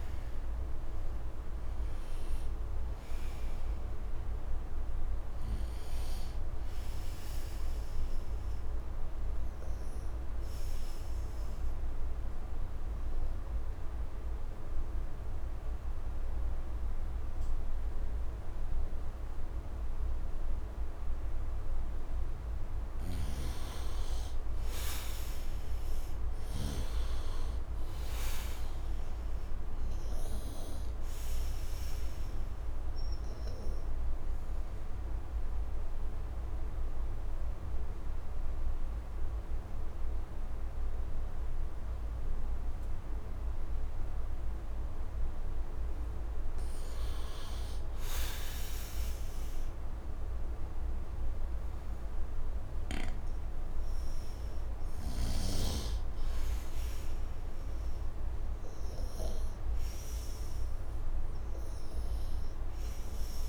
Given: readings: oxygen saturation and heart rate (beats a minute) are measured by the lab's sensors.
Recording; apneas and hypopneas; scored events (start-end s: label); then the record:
breathing in sleep, hard to hear, by a room microphone; 2
11.00-22.00 s: obstructive apnea (oxygen 98% before, 85% lowest, heart rate 82 before, 72 extreme, up 9 after)
23.00-27.00 s: snoring (device-marked)
23.50-27.00 s: arousal
24.50-46.50 s: oxygen desaturation (device-marked, oxygen 97% before, 85% lowest, heart rate 76 before, 72 extreme)
33.00-46.00 s: obstructive apnea (oxygen 97% before, 83% lowest, heart rate 78 before, 72 extreme, up 9 after)
48.00-51.00 s: arousal
56.50-63.49 s: oxygen desaturation (device-marked, oxygen 98% before, 89% lowest, heart rate 77 before, 75 extreme)
From the record:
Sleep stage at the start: N2 (light sleep); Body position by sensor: on the right side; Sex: male